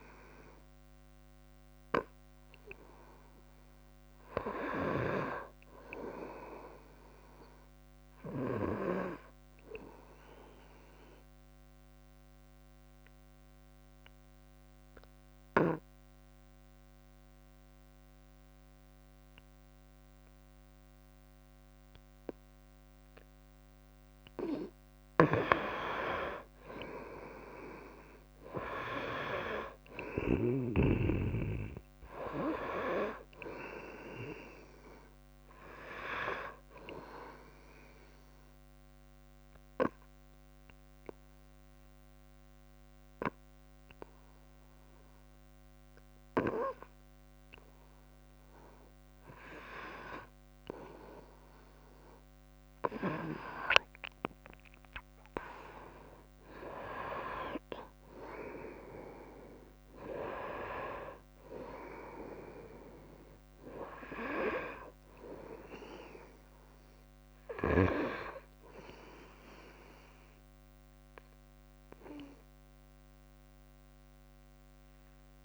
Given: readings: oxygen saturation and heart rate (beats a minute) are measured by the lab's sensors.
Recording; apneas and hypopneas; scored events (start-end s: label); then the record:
breathing in sleep by a microphone on the trachea; 2
9.00-24.50 s: obstructive apnea (oxygen 97% before, 86% lowest, heart rate 68 before, 59 extreme, up 7 after)
26.00-46.00 s: oxygen desaturation (device-marked, oxygen 95% before, 86% lowest, heart rate 68 before, 59 extreme)
27.50-32.00 s: arousal
36.50-50.00 s: obstructive apnea (oxygen 96% before, 86% lowest, heart rate 70 before, 59 extreme, up 9 after)
52.00-55.50 s: arousal
66.50-68.50 s: long interval between heartbeats (device-marked, heart rate 67 before, 77 extreme)
71.00-73.00 s: long interval between heartbeats (device-marked, heart rate 71 before, 80 extreme)
74.00-75.45 s: arousal
From the record:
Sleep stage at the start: N2 (light sleep); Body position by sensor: on the right side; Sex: female